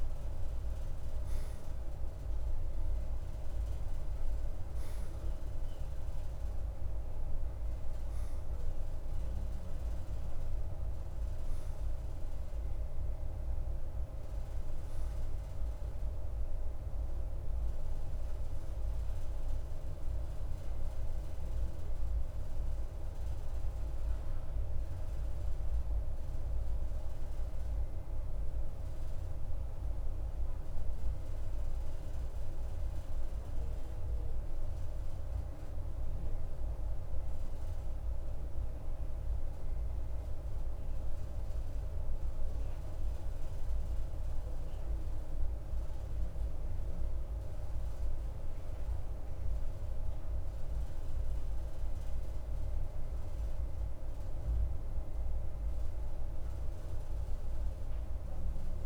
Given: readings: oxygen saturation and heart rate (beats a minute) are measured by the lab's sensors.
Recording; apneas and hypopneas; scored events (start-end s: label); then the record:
breathing in sleep, hard to hear, by a room microphone; 1
27.50-47.50 s: obstructive apnea (oxygen 93% before, 92% lowest, heart rate 54 before, 52 extreme, up 2 after)
50.00-53.50 s: arousal
From the record:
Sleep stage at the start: N2 (light sleep); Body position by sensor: on the right side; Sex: male